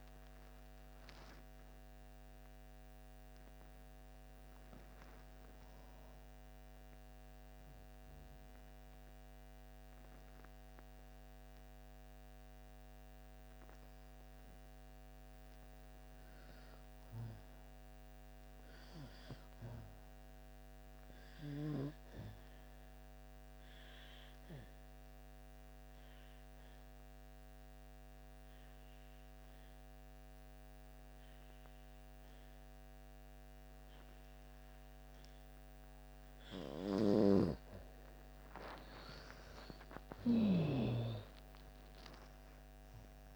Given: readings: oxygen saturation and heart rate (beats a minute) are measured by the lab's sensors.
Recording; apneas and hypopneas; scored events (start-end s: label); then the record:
breathing in sleep by a microphone on the trachea; 1
0.00-14.50 s: oxygen desaturation (device-marked, oxygen 83% lowest)
17.50-35.50 s: obstructive apnea (oxygen 98% before, 84% lowest)
37.50-43.36 s: oxygen desaturation (device-marked, oxygen 95% before, 86% lowest)
38.00-42.00 s: arousal
From the record:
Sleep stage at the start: N2 (light sleep); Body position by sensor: on the back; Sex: female